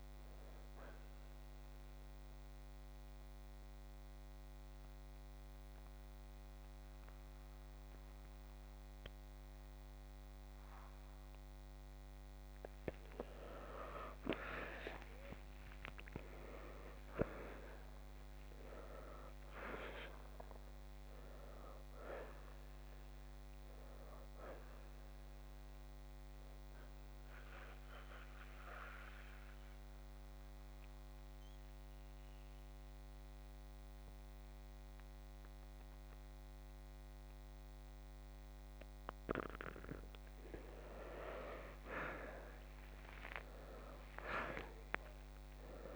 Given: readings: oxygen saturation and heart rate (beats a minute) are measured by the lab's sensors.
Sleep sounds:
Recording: breathing in sleep by a microphone on the trachea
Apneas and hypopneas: 2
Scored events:
0.00-16.00 s: oxygen desaturation (device-marked, oxygen 96% before, 86% lowest, heart rate 63 before, 52 extreme)
1.00-12.50 s: mixed apnea (oxygen 96% before, 85% lowest, heart rate 64 before, 52 extreme, up 9 after)
15.00-19.00 s: arousal
28.00-40.50 s: mixed apnea (oxygen 95% before, 85% lowest, heart rate 60 before, 57 extreme, up 6 after)
29.00-42.00 s: oxygen desaturation (device-marked, oxygen 95% before, 86% lowest, heart rate 60 before, 57 extreme)
43.00-45.96 s: arousal
From the record:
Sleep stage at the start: N2 (light sleep)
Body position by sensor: on the left side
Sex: male

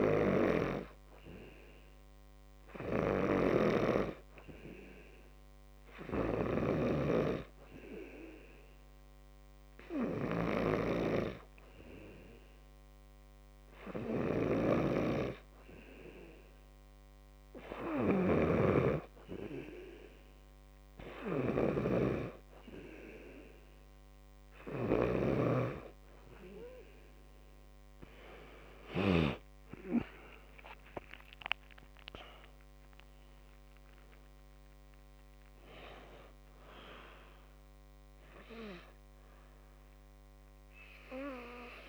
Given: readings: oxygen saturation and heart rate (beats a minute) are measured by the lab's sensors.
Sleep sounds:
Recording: breathing in sleep by a microphone on the trachea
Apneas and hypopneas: none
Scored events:
none scored
From the record:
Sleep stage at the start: N2 (light sleep)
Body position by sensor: on the back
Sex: male

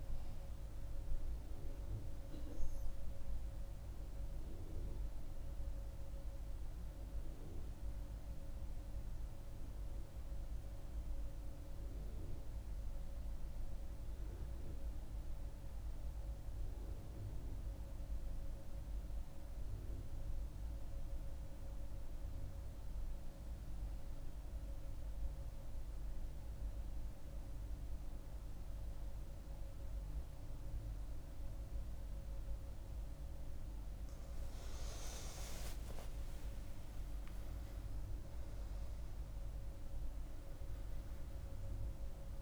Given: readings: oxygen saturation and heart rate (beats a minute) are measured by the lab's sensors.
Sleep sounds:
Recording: breathing in sleep, hard to hear, by a room microphone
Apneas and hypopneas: 1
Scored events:
0.00-13.50 s: oxygen desaturation (device-marked, oxygen 93% lowest, heart rate 60 extreme)
4.50-33.00 s: mixed apnea (oxygen 98% before, 91% lowest, heart rate 71 before, 60 extreme, up 30 after)
26.50-42.42 s: oxygen desaturation (device-marked, oxygen 99% before, 91% lowest, heart rate 64 before, 64 extreme)
35.00-40.00 s: arousal
From the record:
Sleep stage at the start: N2 (light sleep)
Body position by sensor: on the front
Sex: female

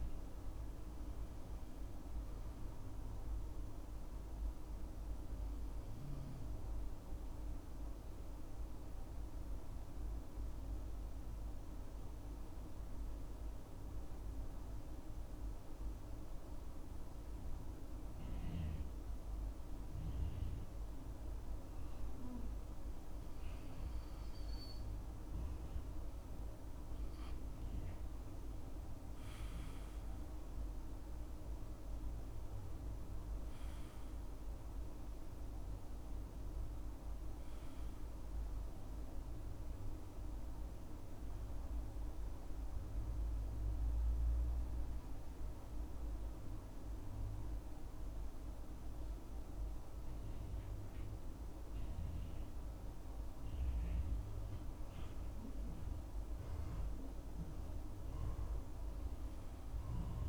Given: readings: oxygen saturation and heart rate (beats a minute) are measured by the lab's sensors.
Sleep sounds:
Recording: breathing in sleep, hard to hear, by a room microphone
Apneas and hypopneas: 2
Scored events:
0.00-1.00 s: arousal
0.00-21.50 s: oxygen desaturation (device-marked, oxygen 94% lowest, heart rate 65 extreme)
8.50-25.50 s: obstructive apnea (oxygen 97% before, 92% lowest, heart rate 67 before, 63 extreme, up 11 after)
28.50-48.50 s: oxygen desaturation (device-marked, oxygen 97% before, 92% lowest, heart rate 68 before, 63 extreme)
29.00-33.00 s: arousal
41.50-53.00 s: obstructive apnea (oxygen 97% before, 92% lowest, heart rate 74 before, 63 extreme, up 3 after)
56.50-60.00 s: arousal
From the record:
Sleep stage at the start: N2 (light sleep)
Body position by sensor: on the back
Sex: male

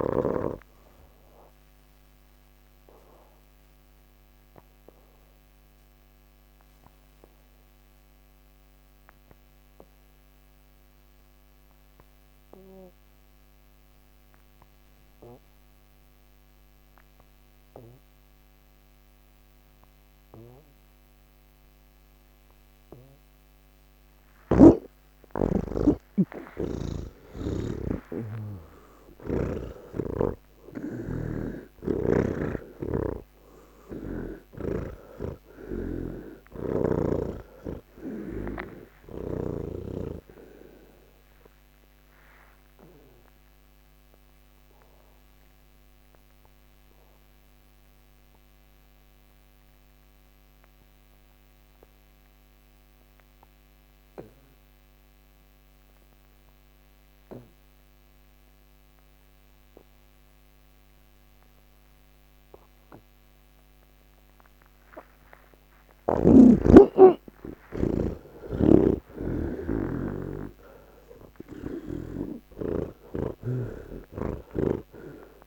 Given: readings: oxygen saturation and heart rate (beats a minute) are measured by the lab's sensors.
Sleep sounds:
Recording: breathing in sleep by a microphone on the trachea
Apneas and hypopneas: 2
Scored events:
0.00-14.00 s: oxygen desaturation (device-marked, oxygen 79% lowest, heart rate 55 extreme)
3.00-23.50 s: obstructive apnea (oxygen 98% before, 79% lowest, heart rate 138 before, 55 extreme)
26.00-52.00 s: oxygen desaturation (device-marked, oxygen 98% before, 83% lowest, heart rate 123 before, 29 extreme)
41.50-65.00 s: obstructive apnea (oxygen 98% before, 84% lowest, heart rate 142 before, 29 extreme, up 22 after)
55.00-75.47 s: new sleep stage, N3 (deep sleep)
64.00-73.00 s: oxygen desaturation (device-marked, oxygen 99% before, 89% lowest, heart rate 145 before, 29 extreme)
68.50-72.50 s: snoring (device-marked)
From the record:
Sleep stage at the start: N1 (lightest sleep)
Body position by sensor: on the back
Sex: male

